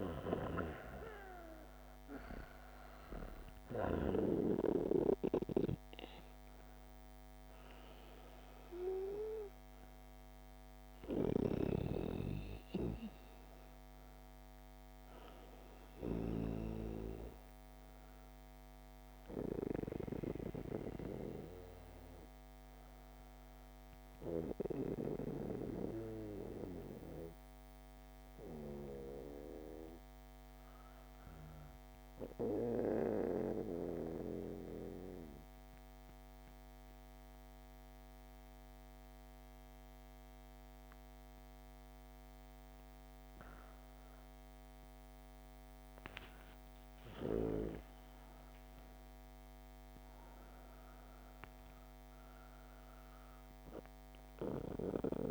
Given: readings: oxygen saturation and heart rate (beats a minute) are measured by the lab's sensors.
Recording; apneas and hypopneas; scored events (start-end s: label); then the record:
breathing in sleep by a microphone on the trachea; 1
0.00-2.00 s: arousal
0.00-25.50 s: oxygen desaturation (device-marked, oxygen 91% lowest, heart rate 56 extreme)
33.50-44.50 s: obstructive apnea (oxygen 98% before, 95% lowest, heart rate 72 before, 68 extreme)
47.00-50.50 s: arousal
49.50-55.31 s: new sleep stage, REM sleep
From the record:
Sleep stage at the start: N2 (light sleep); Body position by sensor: on the back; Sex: female